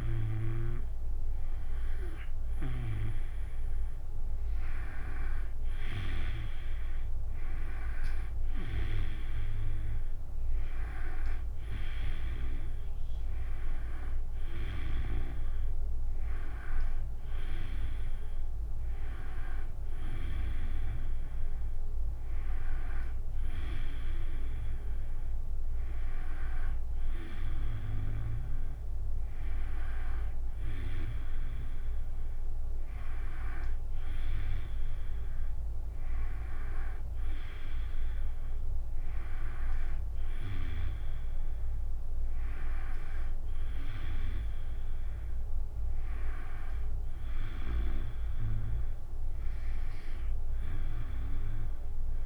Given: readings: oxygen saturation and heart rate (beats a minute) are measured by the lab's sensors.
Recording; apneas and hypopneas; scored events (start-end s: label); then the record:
breathing in sleep by a room microphone; none
none scored
From the record:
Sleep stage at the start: N2 (light sleep); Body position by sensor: on the back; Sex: female